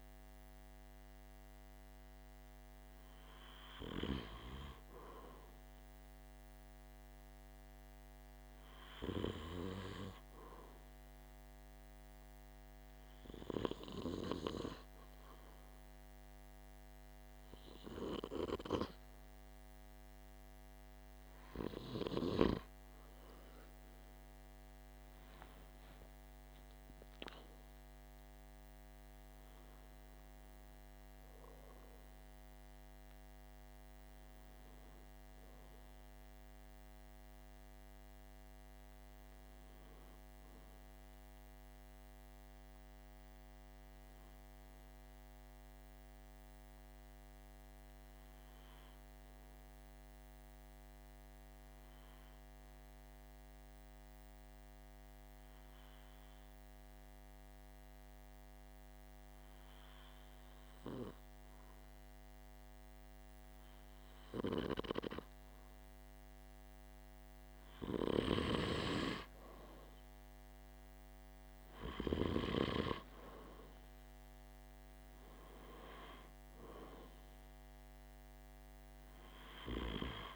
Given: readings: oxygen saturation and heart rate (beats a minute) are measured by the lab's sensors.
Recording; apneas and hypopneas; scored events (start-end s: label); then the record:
breathing in sleep by a microphone on the trachea; 2
11.00-21.50 s: hypopnea (oxygen 98% before, 95% lowest, heart rate 46 before, 44 extreme, up 3 after)
24.50-29.50 s: arousal
44.50-66.50 s: hypopnea (oxygen 96% before, 94% lowest, heart rate 47 before, 43 extreme, up 3 after)
68.50-73.50 s: arousal
From the record:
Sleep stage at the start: N2 (light sleep); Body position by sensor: on the back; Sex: male